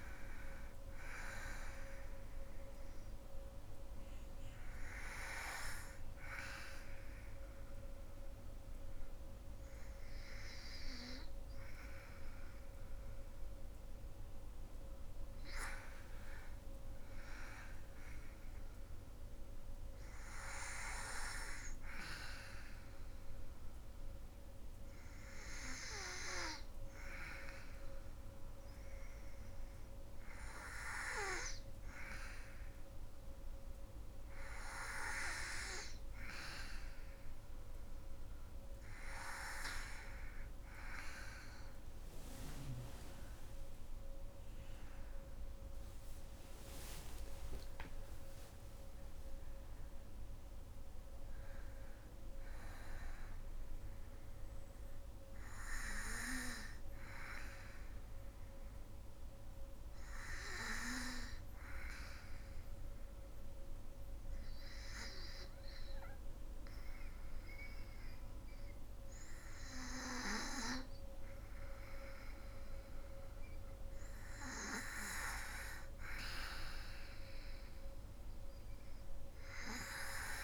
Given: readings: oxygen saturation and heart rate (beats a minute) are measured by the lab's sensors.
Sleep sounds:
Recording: breathing in sleep by a room microphone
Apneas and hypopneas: 3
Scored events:
0.00-11.00 s: oxygen desaturation (device-marked, oxygen 93% lowest, heart rate 58 extreme)
1.00-12.00 s: hypopnea (oxygen 99% before, 93% lowest, heart rate 67 before, 58 extreme, up 5 after)
14.00-18.00 s: arousal
22.00-37.00 s: hypopnea (oxygen 98% before, 92% lowest, heart rate 61 before, 62 extreme, up 11 after)
40.00-63.00 s: oxygen desaturation (device-marked, oxygen 97% before, 94% lowest, heart rate 63 before, 57 extreme)
41.50-47.00 s: arousal
46.50-48.50 s: long interval between heartbeats (device-marked, heart rate 67 before, 86 extreme)
57.00-74.00 s: obstructive apnea (oxygen 97% before, 87% lowest, heart rate 76 before, 57 extreme, up 9 after)
75.50-80.00 s: arousal
78.00-80.44 s: oxygen desaturation (device-marked, oxygen 98% before, 92% lowest, heart rate 61 before, 52 extreme)
From the record:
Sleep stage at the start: N2 (light sleep)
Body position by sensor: on the back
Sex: female

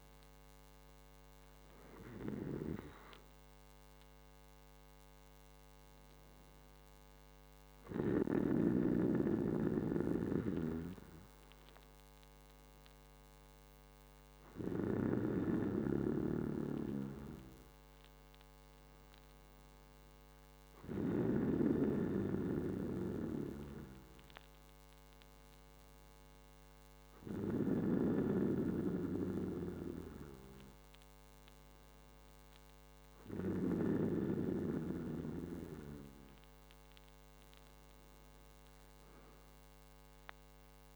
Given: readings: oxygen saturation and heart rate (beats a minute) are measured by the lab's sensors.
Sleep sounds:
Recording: breathing in sleep by a microphone on the trachea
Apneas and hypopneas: none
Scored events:
1.50-31.50 s: new sleep stage, N2 (light sleep)
31.50-40.96 s: new sleep stage, awake
From the record:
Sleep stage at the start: N1 (lightest sleep)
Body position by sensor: on the back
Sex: male

